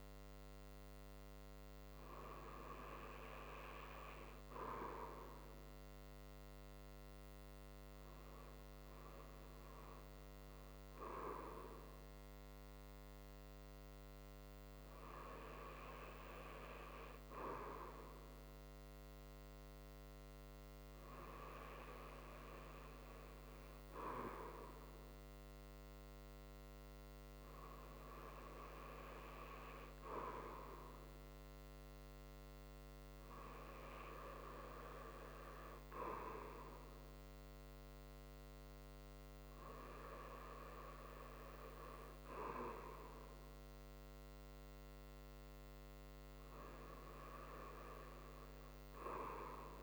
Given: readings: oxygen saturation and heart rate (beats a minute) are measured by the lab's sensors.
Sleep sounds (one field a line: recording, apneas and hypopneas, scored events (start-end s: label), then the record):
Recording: breathing in sleep by a microphone on the trachea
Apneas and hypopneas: none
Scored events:
none scored
From the record:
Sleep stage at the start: REM sleep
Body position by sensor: on the right side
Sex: male